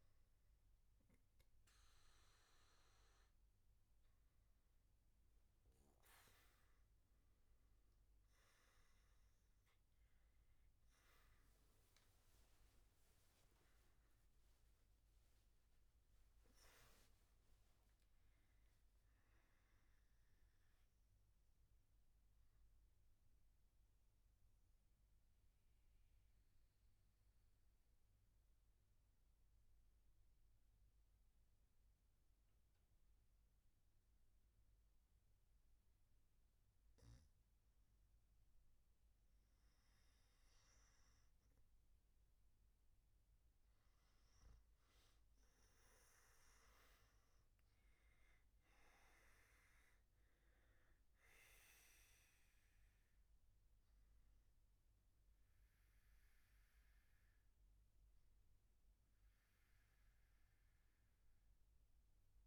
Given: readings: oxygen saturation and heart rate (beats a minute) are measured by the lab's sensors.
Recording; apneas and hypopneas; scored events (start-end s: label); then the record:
breathing in sleep, hard to hear, by a room microphone; none
43.00-62.47 s: oxygen desaturation (device-marked, oxygen 97% before, 94% lowest, heart rate 102 before, 56 extreme)
From the record:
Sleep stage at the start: N2 (light sleep); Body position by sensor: on the back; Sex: male